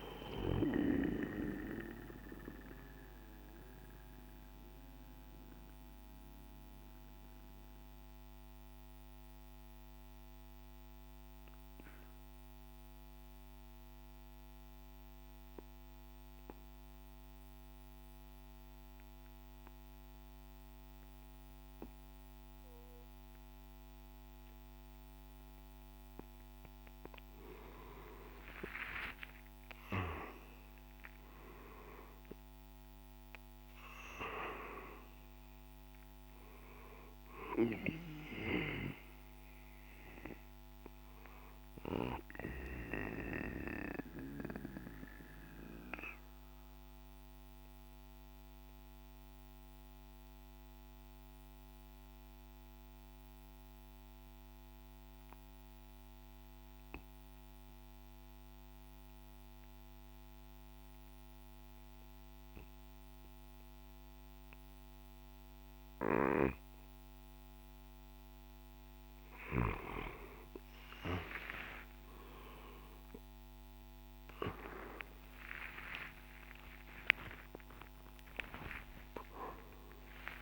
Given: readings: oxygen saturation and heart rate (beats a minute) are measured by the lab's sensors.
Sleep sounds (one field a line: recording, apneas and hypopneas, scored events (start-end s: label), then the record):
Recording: breathing in sleep by a microphone on the trachea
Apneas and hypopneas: 2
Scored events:
0.00-1.50 s: drop in pulse transit time (device-marked, heart rate 56 extreme)
0.00-15.50 s: oxygen desaturation (device-marked, oxygen 85% lowest, heart rate 52 extreme)
1.00-25.50 s: obstructive apnea (oxygen 98% before, 85% lowest, heart rate 58 before, 52 extreme, up 7 after)
27.00-32.00 s: arousal
30.50-42.50 s: drop in pulse transit time (device-marked, heart rate 54 before, 58 extreme)
39.50-58.50 s: oxygen desaturation (device-marked, oxygen 97% before, 87% lowest, heart rate 58 before, 52 extreme)
41.50-67.00 s: obstructive apnea (oxygen 98% before, 86% lowest, heart rate 58 before, 52 extreme, up 8 after)
61.50-80.42 s: new sleep stage, awake
70.50-80.42 s: oxygen desaturation (device-marked, oxygen 98% before, 89% lowest, heart rate 54 before, 54 extreme)
78.50-80.42 s: drop in pulse transit time (device-marked, heart rate 58 before, 73 extreme)
From the record:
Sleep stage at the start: N2 (light sleep)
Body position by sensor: on the right side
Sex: male